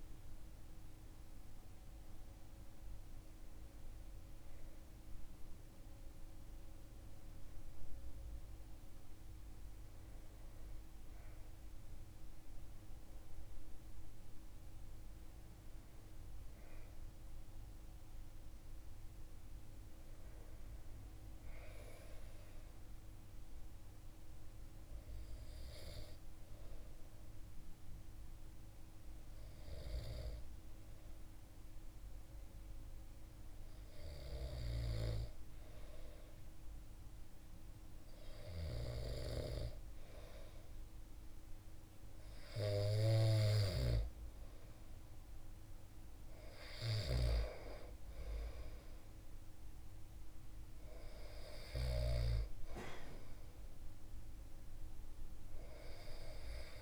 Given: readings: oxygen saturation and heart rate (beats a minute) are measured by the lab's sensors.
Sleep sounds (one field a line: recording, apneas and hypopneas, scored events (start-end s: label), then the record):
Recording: breathing in sleep by a room microphone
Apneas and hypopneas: 1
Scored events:
22.50-44.00 s: hypopnea (oxygen 97% before, 94% lowest)
43.00-52.00 s: snoring (device-marked)
48.00-52.50 s: arousal
From the record:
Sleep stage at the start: N2 (light sleep)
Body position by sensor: on the back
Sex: male